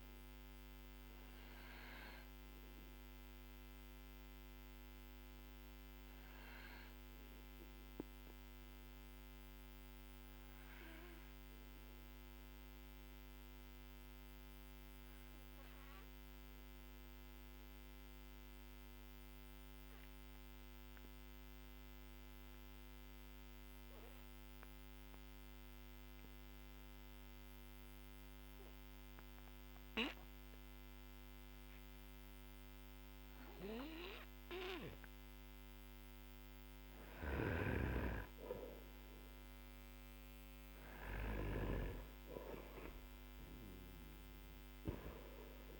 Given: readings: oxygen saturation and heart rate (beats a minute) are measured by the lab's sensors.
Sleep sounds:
breathing in sleep by a microphone on the trachea; 1
8.00-41.50 s: mixed apnea (oxygen 98% before, 91% lowest, heart rate 52 before, 49 extreme)
From the record:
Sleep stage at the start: N2 (light sleep); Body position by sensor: on the back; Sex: male

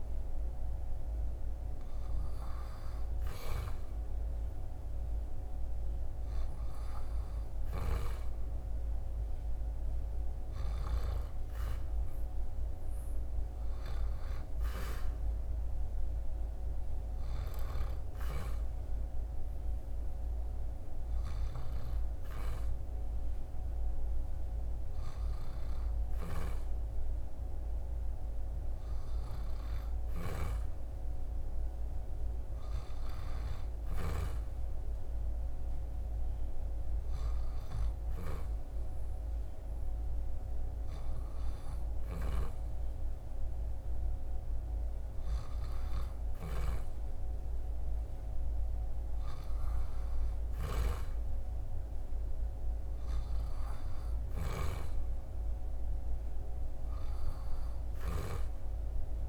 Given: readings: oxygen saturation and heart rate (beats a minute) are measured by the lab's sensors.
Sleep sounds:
breathing in sleep by a room microphone; none
none scored
From the record:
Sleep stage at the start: N2 (light sleep); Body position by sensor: on the back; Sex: male

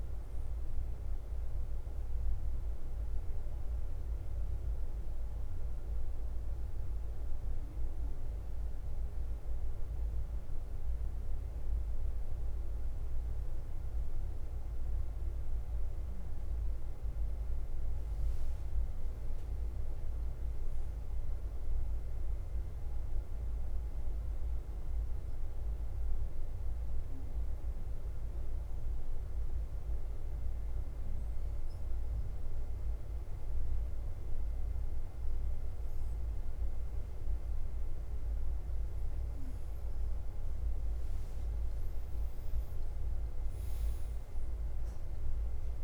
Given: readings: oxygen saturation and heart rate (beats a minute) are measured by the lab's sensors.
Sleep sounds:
breathing in sleep, hard to hear, by a room microphone; 1
0.00-19.50 s: oxygen desaturation (device-marked, oxygen 94% lowest, heart rate 40 extreme)
0.00-45.83 s: bradycardia (device-marked, heart rate 40 extreme)
12.50-14.50 s: long interval between heartbeats (device-marked, heart rate 55 before, 53 extreme)
16.50-45.83 s: new sleep stage, N2 (light sleep)
19.00-22.00 s: arousal
24.50-39.00 s: obstructive apnea (oxygen 98% before, 92% lowest, heart rate 50 before, 48 extreme, up 0 after)
41.50-45.00 s: arousal
From the record:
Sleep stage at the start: N1 (lightest sleep); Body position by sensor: on the front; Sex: male

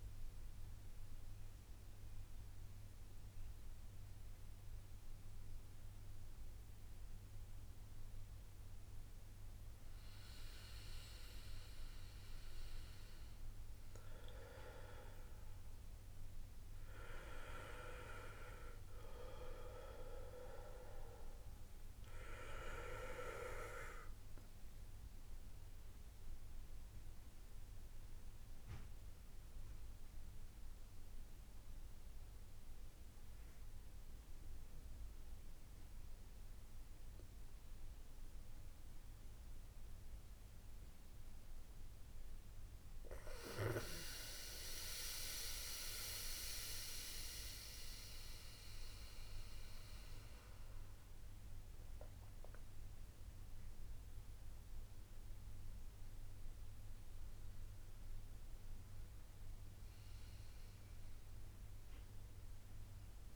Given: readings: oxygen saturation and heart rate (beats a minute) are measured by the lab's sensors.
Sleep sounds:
breathing in sleep by a room microphone; none
13.00-29.00 s: oxygen desaturation (device-marked, oxygen 99% before, 96% lowest)
45.50-51.00 s: arousal
From the record:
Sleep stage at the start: N1 (lightest sleep); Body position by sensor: on the back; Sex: male

